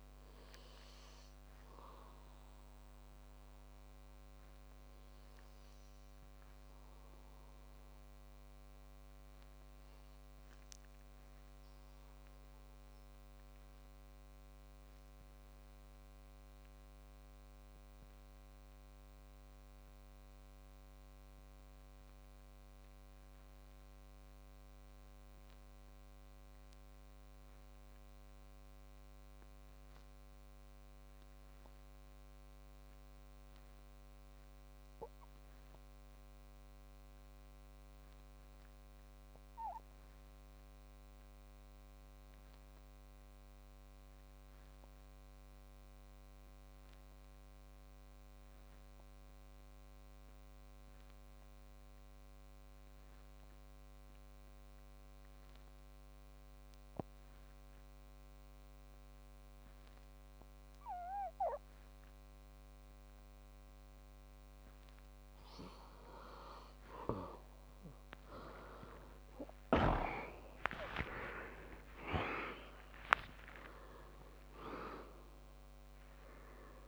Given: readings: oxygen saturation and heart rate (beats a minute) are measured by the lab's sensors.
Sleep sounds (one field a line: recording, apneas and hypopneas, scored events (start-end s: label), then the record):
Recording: breathing in sleep by a microphone on the trachea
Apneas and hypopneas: 1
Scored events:
2.00-19.00 s: oxygen desaturation (device-marked, oxygen 96% before, 87% lowest, heart rate 77 before, 50 extreme)
11.00-66.50 s: obstructive apnea (oxygen 96% before, 83% lowest, heart rate 67 before, 50 extreme, up 26 after)
69.50-73.50 s: arousal
From the record:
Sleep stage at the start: REM sleep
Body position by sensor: on the back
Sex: male